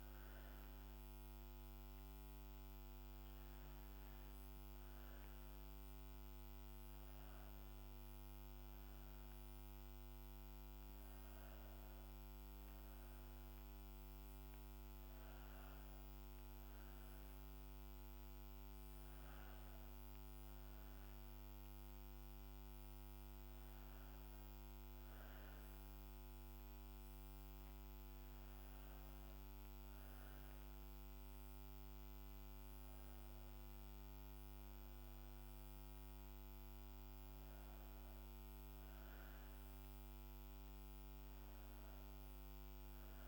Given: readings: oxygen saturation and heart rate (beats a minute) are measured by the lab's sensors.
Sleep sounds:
breathing in sleep, hard to hear, by a microphone on the trachea; none
none scored
From the record:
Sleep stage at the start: N2 (light sleep); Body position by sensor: on the right side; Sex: female

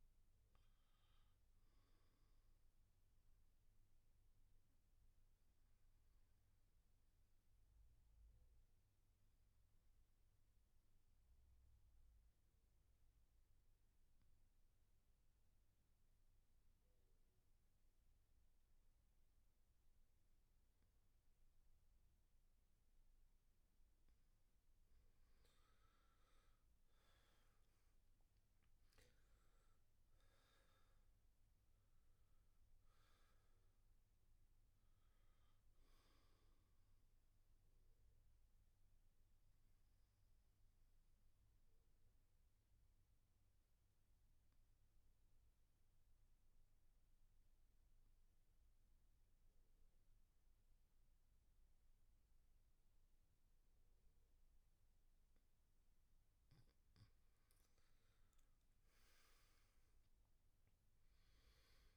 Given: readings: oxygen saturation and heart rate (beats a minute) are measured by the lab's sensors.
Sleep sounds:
breathing in sleep, hard to hear, by a room microphone; 2
0.00-9.50 s: oxygen desaturation (device-marked, oxygen 88% lowest, heart rate 64 extreme)
2.50-23.50 s: obstructive apnea (oxygen 97% before, 83% lowest, heart rate 69 before, 63 extreme, up 11 after)
22.50-44.50 s: oxygen desaturation (device-marked, oxygen 99% before, 83% lowest, heart rate 65 before, 63 extreme)
26.50-30.50 s: arousal
38.00-56.00 s: obstructive apnea (oxygen 99% before, 83% lowest, heart rate 70 before, 64 extreme, up 11 after)
58.50-61.50 s: arousal
60.50-61.97 s: oxygen desaturation (device-marked, oxygen 98% before, 88% lowest, heart rate 68 before, 64 extreme)
From the record:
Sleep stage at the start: N2 (light sleep); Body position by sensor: on the back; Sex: male

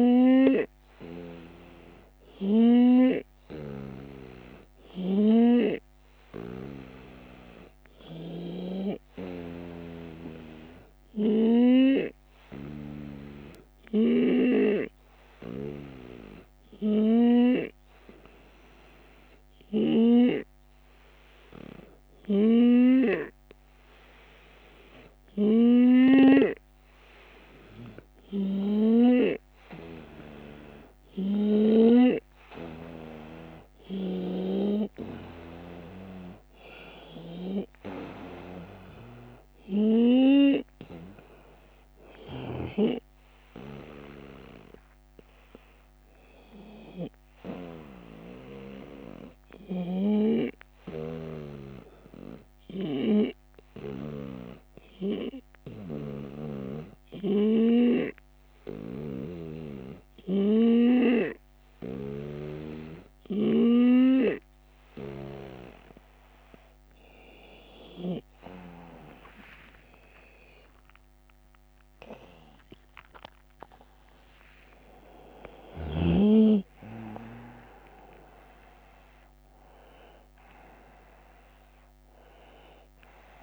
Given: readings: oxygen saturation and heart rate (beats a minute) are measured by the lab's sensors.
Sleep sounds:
breathing in sleep by a microphone on the trachea; 2
4.00-5.00 s: drop in pulse transit time (device-marked)
10.00-25.50 s: hypopnea (oxygen 96% before, 91% lowest)
11.00-34.00 s: snoring (device-marked)
39.00-43.50 s: arousal
50.50-64.50 s: hypopnea (oxygen 94% before, 91% lowest)
60.50-64.00 s: snoring (device-marked)
69.00-73.50 s: arousal
70.00-72.00 s: long interval between heartbeats (device-marked)
76.00-83.43 s: oxygen desaturation (device-marked, oxygen 95% before, 91% lowest)
From the record:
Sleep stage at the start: N2 (light sleep); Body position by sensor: on the right side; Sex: male

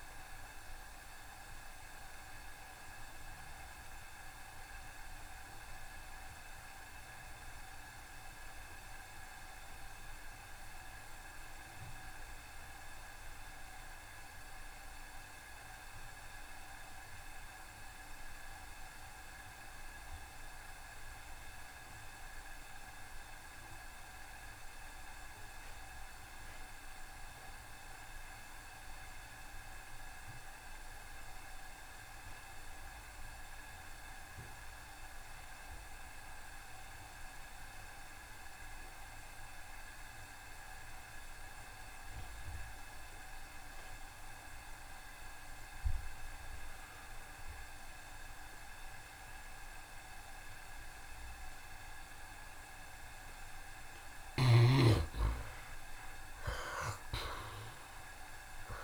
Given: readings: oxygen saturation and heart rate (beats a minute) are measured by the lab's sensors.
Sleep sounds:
breathing in sleep, hard to hear, by a room microphone; 1
0.00-13.00 s: oxygen desaturation (device-marked, oxygen 66% lowest, heart rate 69 extreme)
0.50-54.50 s: obstructive apnea (oxygen 77% before, 63% lowest, heart rate 75 before, 69 extreme, up 2 after)
15.00-58.84 s: oxygen desaturation (device-marked, oxygen 94% before, 63% lowest, heart rate 73 before, 70 extreme)
31.50-33.50 s: long interval between heartbeats (device-marked, heart rate 71 before, 80 extreme)
56.00-58.84 s: arousal
From the record:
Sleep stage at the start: N2 (light sleep); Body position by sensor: on the right side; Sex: male

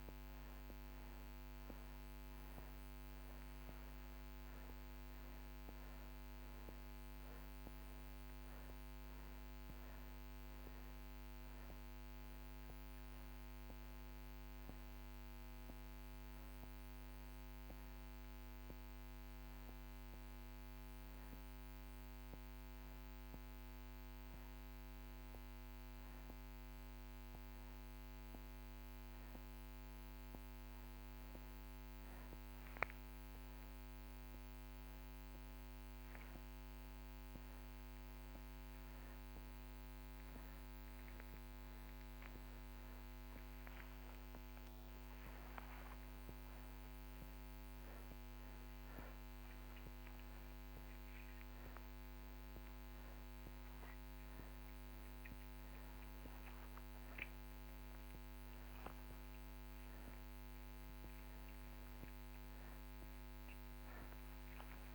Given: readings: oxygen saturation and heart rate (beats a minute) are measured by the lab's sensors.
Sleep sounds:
a person awake in a sleep study, hard to hear, by a microphone on the trachea; none
none scored
From the record:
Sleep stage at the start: awake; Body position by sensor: upright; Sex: male

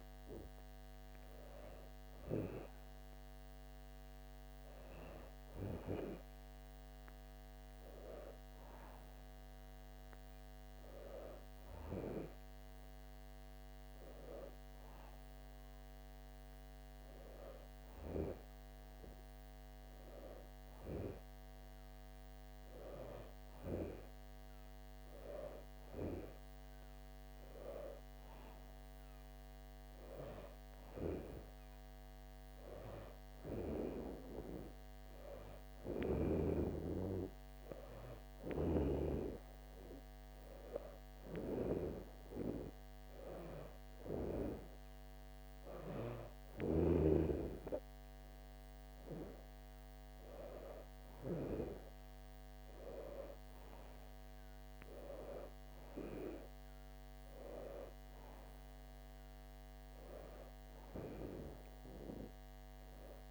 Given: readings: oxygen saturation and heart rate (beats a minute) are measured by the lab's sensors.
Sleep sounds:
a person awake in a sleep study, by a microphone on the trachea; none
32.50-63.31 s: new sleep stage, N1 (lightest sleep)
From the record:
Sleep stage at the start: awake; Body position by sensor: on the back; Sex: female

